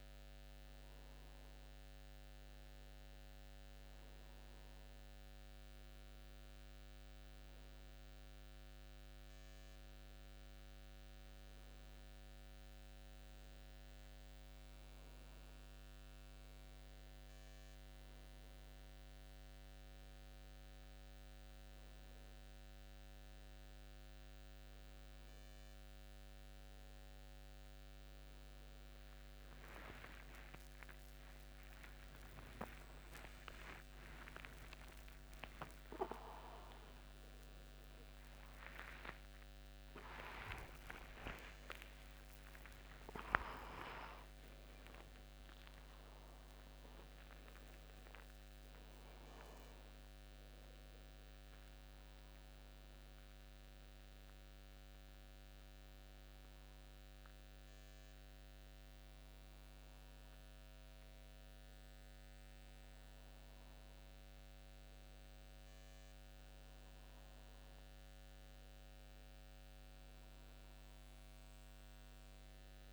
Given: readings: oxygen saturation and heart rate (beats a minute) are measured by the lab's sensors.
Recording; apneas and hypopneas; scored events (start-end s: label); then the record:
breathing in sleep by a microphone on the trachea; none
33.00-40.50 s: arousal
33.50-35.50 s: long interval between heartbeats (device-marked, heart rate 89 before, 119 extreme)
38.50-40.50 s: long interval between heartbeats (device-marked, heart rate 104 before, 184 extreme)
41.00-43.00 s: long interval between heartbeats (device-marked, heart rate 114 before, 197 extreme)
49.00-51.00 s: long interval between heartbeats (device-marked, heart rate 147 before, 128 extreme)
From the record:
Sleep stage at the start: N1 (lightest sleep); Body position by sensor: on the back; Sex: male